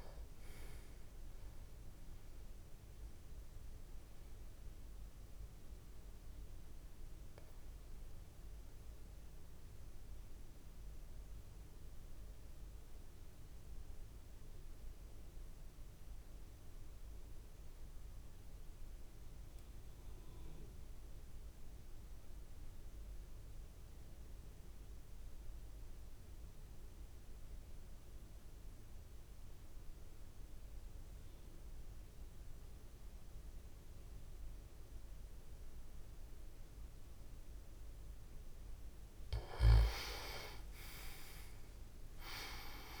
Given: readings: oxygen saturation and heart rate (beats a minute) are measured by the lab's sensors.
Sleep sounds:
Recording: breathing in sleep by a room microphone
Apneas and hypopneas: 1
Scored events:
0.00-12.50 s: oxygen desaturation (device-marked, oxygen 87% lowest)
3.00-38.00 s: obstructive apnea (oxygen 97% before, 87% lowest)
27.50-43.00 s: oxygen desaturation (device-marked, oxygen 98% before, 87% lowest)
39.00-43.00 s: snoring (device-marked)
40.00-43.00 s: arousal
From the record:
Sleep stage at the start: N2 (light sleep)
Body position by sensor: on the back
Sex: male

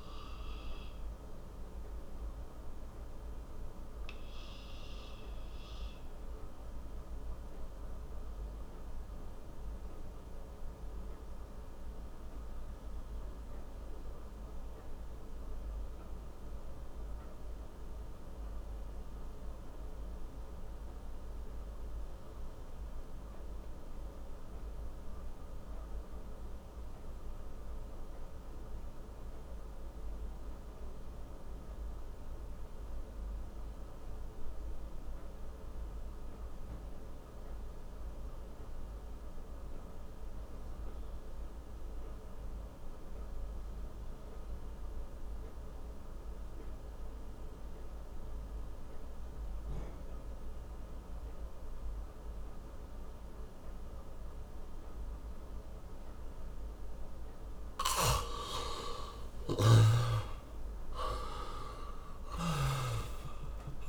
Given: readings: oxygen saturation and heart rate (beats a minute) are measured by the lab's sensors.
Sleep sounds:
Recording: breathing in sleep by a room microphone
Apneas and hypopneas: 1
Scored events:
0.00-23.00 s: oxygen desaturation (device-marked, oxygen 75% lowest)
0.50-57.00 s: mixed apnea (oxygen 99% before, 72% lowest)
37.00-63.89 s: oxygen desaturation (device-marked, oxygen 99% before, 72% lowest)
58.50-62.50 s: arousal
From the record:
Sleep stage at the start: REM sleep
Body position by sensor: on the back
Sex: male

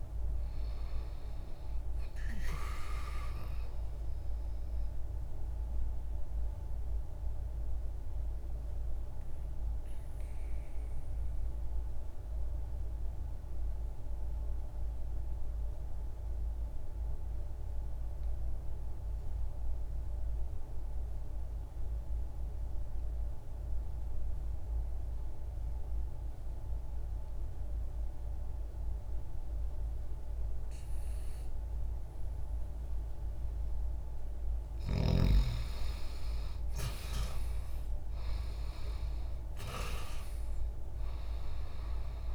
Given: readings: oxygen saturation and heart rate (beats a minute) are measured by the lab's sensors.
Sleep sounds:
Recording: breathing in sleep by a room microphone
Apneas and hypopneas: 1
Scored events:
0.00-25.50 s: oxygen desaturation (device-marked, oxygen 82% lowest, heart rate 60 extreme)
5.50-34.50 s: obstructive apnea (oxygen 93% before, 82% lowest, heart rate 62 before, 59 extreme, up 0 after)
36.50-40.50 s: arousal
38.50-42.34 s: oxygen desaturation (device-marked, oxygen 97% before, 82% lowest, heart rate 60 before, 59 extreme)
From the record:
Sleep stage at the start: N2 (light sleep)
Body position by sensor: on the left side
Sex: male

